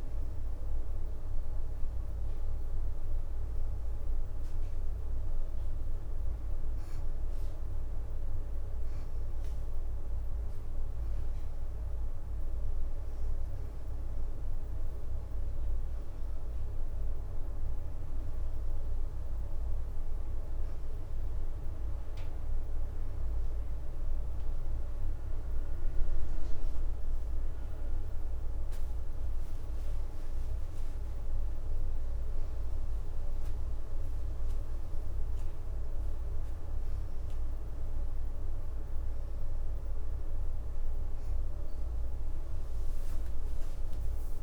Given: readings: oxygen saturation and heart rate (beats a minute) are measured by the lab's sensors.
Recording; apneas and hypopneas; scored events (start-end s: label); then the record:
breathing in sleep, hard to hear, by a room microphone; none
4.00-4.50 s: leg movement (device-marked)
8.00-13.00 s: leg movement (device-marked)
13.00-14.50 s: leg movement (device-marked)
16.50-26.50 s: oxygen desaturation (device-marked, oxygen 91% before, 88% lowest, heart rate 85 before, 84 extreme)
28.50-34.00 s: leg movement (device-marked)
From the record:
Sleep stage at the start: N2 (light sleep); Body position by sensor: on the back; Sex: female